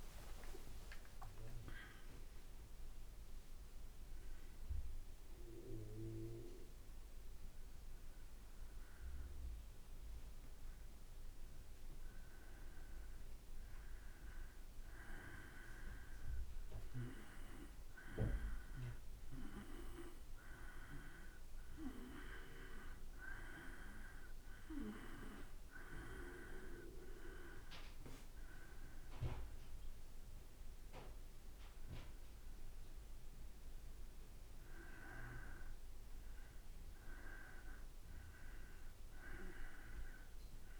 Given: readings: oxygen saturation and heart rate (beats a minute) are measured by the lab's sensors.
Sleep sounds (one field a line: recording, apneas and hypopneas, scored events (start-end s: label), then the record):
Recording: breathing in sleep by a room microphone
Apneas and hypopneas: 1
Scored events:
0.00-2.00 s: long interval between heartbeats (device-marked, heart rate 65 before, 93 extreme)
14.00-26.50 s: hypopnea (oxygen 95% before, 90% lowest, heart rate 75 before, 54 extreme, up 1 after)
21.50-31.50 s: drop in pulse transit time (device-marked, heart rate 62 before, 57 extreme)
29.50-34.00 s: arousal
From the record:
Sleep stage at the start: N2 (light sleep)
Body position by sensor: on the back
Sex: male